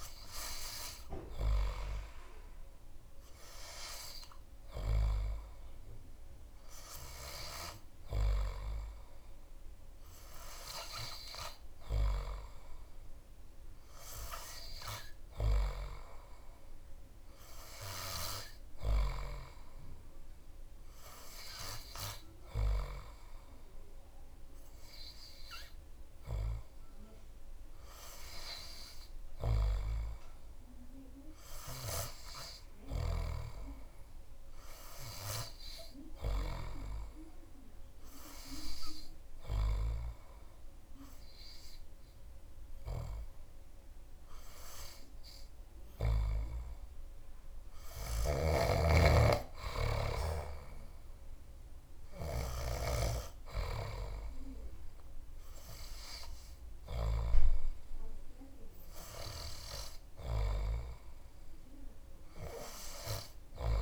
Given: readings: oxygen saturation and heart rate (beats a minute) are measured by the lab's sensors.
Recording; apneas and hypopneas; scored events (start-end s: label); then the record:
breathing in sleep by a room microphone; 1
36.50-47.50 s: hypopnea (oxygen 97% before, 96% lowest)
50.50-53.00 s: arousal
From the record:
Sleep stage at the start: N3 (deep sleep); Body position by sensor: on the back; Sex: male